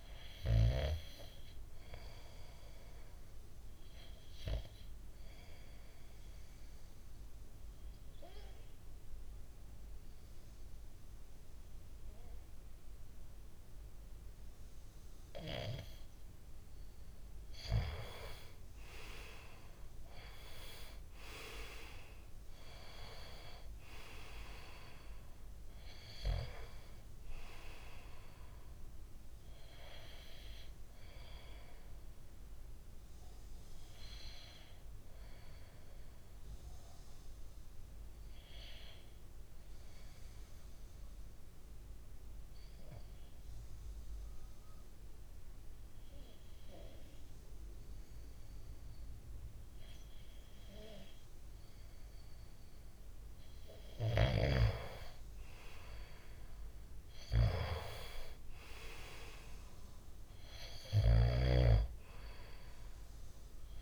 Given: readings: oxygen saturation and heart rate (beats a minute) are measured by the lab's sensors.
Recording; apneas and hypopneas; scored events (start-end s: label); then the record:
breathing in sleep by a room microphone; 2
2.00-15.00 s: obstructive apnea (oxygen 96% before, 93% lowest, heart rate 68 before, 62 extreme, up 4 after)
17.50-21.00 s: arousal
22.00-39.00 s: oxygen desaturation (device-marked, oxygen 97% before, 93% lowest, heart rate 65 before, 61 extreme)
34.50-52.00 s: obstructive apnea (oxygen 97% before, 93% lowest, heart rate 65 before, 61 extreme, up 3 after)
54.50-59.00 s: arousal
58.00-63.82 s: oxygen desaturation (device-marked, oxygen 97% before, 93% lowest, heart rate 63 before, 63 extreme)
From the record:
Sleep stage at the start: N2 (light sleep); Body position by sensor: on the back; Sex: male